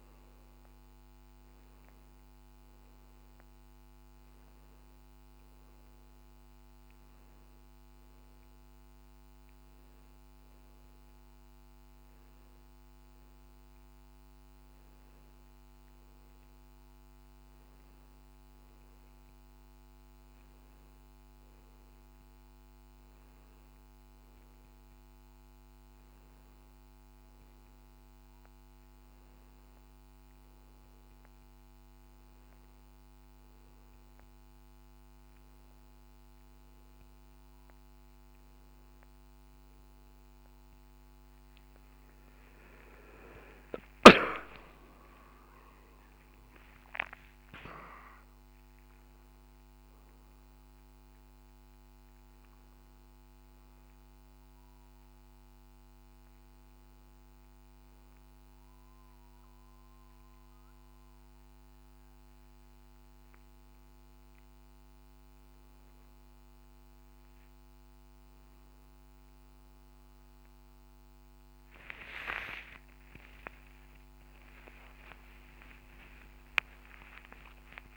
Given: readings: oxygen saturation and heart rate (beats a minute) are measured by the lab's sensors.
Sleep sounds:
breathing in sleep by a microphone on the trachea; none
44.00-48.00 s: arousal
66.50-77.97 s: new sleep stage, awake
74.50-76.50 s: long interval between heartbeats (device-marked, heart rate 61 before, 73 extreme)
From the record:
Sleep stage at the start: N2 (light sleep); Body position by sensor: on the back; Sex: male

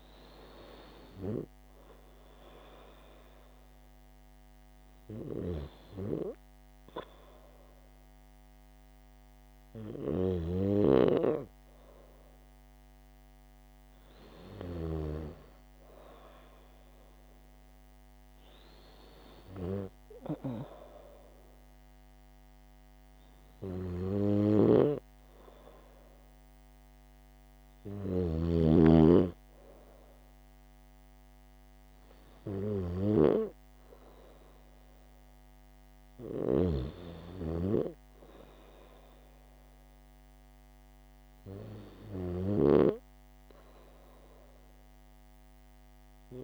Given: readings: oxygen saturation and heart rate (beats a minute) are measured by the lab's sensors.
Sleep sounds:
breathing in sleep by a microphone on the trachea; none
24.50-28.50 s: snoring (device-marked)
36.50-46.44 s: snoring (device-marked)
From the record:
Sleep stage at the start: N2 (light sleep); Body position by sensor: on the right side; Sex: female

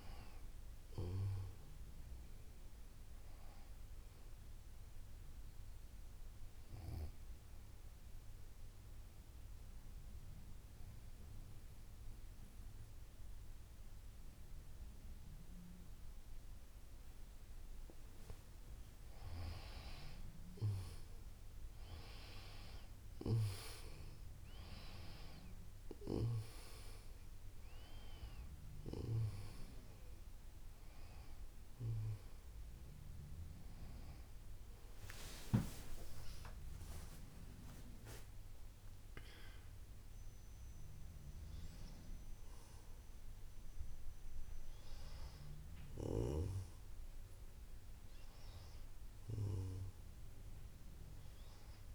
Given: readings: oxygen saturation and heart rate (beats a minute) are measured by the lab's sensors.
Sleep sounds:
a person awake in a sleep study, by a room microphone; 1
0.00-6.00 s: oxygen desaturation (device-marked, oxygen 92% lowest, heart rate 57 extreme)
5.50-20.00 s: obstructive apnea (oxygen 96% before, 94% lowest, heart rate 65 before, 57 extreme, up 12 after)
23.00-51.95 s: new sleep stage, awake
25.00-43.00 s: oxygen desaturation (device-marked, oxygen 97% before, 94% lowest, heart rate 61 before, 61 extreme)
From the record:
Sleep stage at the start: N2 (light sleep); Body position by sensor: on the back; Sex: female

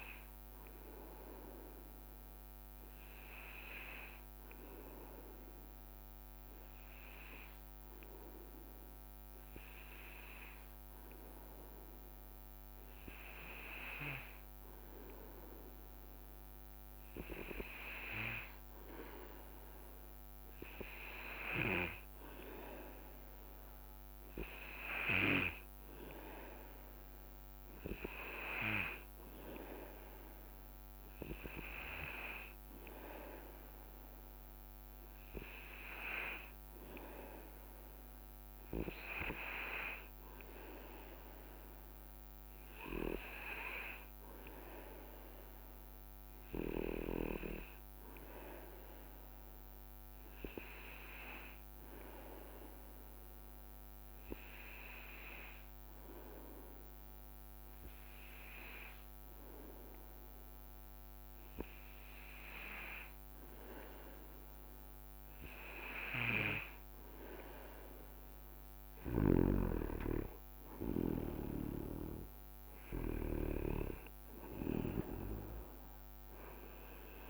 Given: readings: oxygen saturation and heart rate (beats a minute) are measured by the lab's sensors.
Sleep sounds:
breathing in sleep by a microphone on the trachea; 2
0.00-3.00 s: arousal
5.50-17.00 s: hypopnea (oxygen 97% before, 95% lowest, heart rate 63 before, 63 extreme, up 0 after)
20.50-23.50 s: arousal
52.50-63.00 s: hypopnea (oxygen 97% before, 95% lowest, heart rate 68 before, 62 extreme, up 2 after)
67.00-71.00 s: arousal
From the record:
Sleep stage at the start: N2 (light sleep); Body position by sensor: on the back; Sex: male

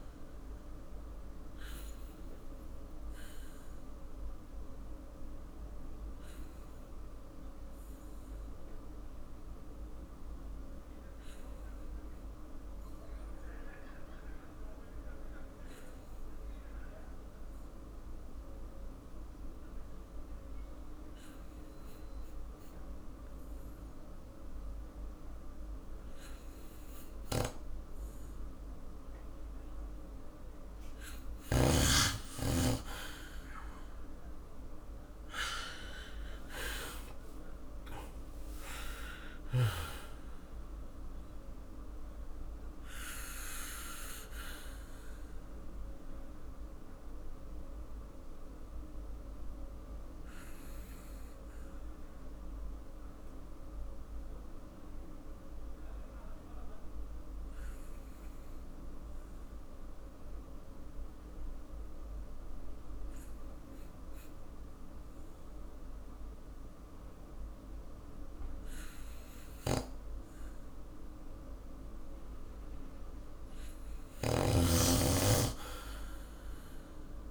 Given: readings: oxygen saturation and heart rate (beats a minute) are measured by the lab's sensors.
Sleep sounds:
breathing in sleep by a room microphone; 2
1.50-30.00 s: obstructive apnea (oxygen 99% before, 94% lowest, heart rate 52 before, 47 extreme, up 11 after)
33.50-38.00 s: arousal
41.50-72.50 s: obstructive apnea (oxygen 99% before, 94% lowest, heart rate 53 before, 49 extreme, up 2 after)
73.50-77.31 s: snoring (device-marked)
75.50-77.31 s: arousal
From the record:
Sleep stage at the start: N2 (light sleep); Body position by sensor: on the back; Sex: male

